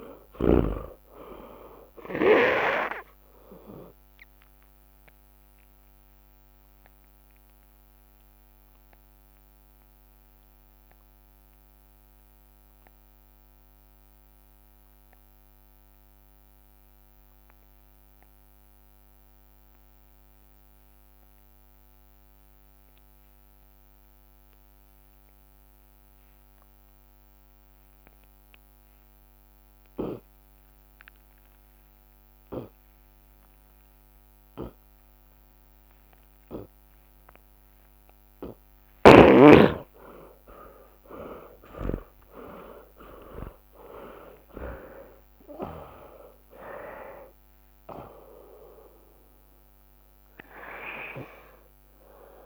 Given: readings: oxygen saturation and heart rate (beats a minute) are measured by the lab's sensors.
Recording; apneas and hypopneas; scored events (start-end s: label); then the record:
breathing in sleep by a microphone on the trachea; 1
0.00-2.50 s: drop in pulse transit time (device-marked, heart rate 78 extreme)
1.00-3.00 s: long interval between heartbeats (device-marked, heart rate 90 before, 88 extreme)
8.50 s: drop in pulse transit time (device-marked)
9.00-26.50 s: obstructive apnea (oxygen 97% before, 73% lowest, heart rate 91 before, 25 extreme, up 35 after)
15.50-35.50 s: oxygen desaturation (device-marked, oxygen 95% before, 73% lowest)
27.00-29.00 s: long interval between heartbeats (device-marked, heart rate 50 before, 63 extreme)
30.00-32.00 s: long interval between heartbeats (device-marked, heart rate 46 before, 74 extreme)
32.50-34.50 s: long interval between heartbeats (device-marked, heart rate 56 before, 87 extreme)
35.50-37.50 s: long interval between heartbeats (device-marked, heart rate 66 before, 95 extreme)
37.50-43.50 s: arousal
38.50-40.50 s: long interval between heartbeats (device-marked, heart rate 71 before, 81 extreme)
43.00-45.00 s: long interval between heartbeats (device-marked, heart rate 74 before, 65 extreme)
43.50-52.46 s: drop in pulse transit time (device-marked)
45.50-47.50 s: long interval between heartbeats (device-marked, heart rate 76 before, 68 extreme)
From the record:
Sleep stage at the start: N2 (light sleep); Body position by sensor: on the left side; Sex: male